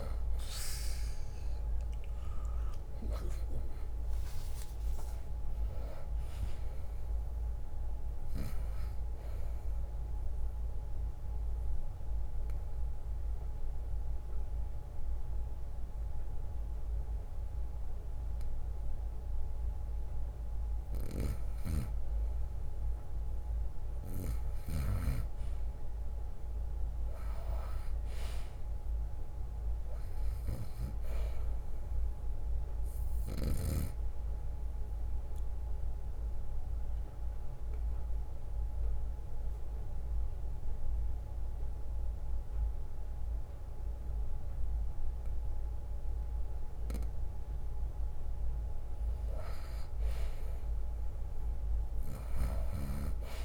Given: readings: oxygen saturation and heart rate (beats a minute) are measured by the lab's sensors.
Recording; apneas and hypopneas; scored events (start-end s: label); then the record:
breathing in sleep by a room microphone; 2
0.00-2.50 s: arousal
0.00-16.00 s: drop in pulse transit time (device-marked, heart rate 63 before, 60 extreme)
4.50-6.50 s: long interval between heartbeats (device-marked, heart rate 61 before, 72 extreme)
10.00-20.50 s: obstructive apnea (oxygen 96% before, 90% lowest, heart rate 65 before, 59 extreme, up 1 after)
21.00-25.00 s: snoring (device-marked)
25.50-30.00 s: arousal
31.00-41.00 s: drop in pulse transit time (device-marked, heart rate 61 before, 63 extreme)
35.50-48.00 s: obstructive apnea (oxygen 97% before, 90% lowest, heart rate 61 before, 59 extreme, up 5 after)
44.00-53.00 s: oxygen desaturation (device-marked, oxygen 97% before, 92% lowest, heart rate 62 before, 60 extreme)
From the record:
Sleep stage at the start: N2 (light sleep); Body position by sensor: on the right side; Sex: male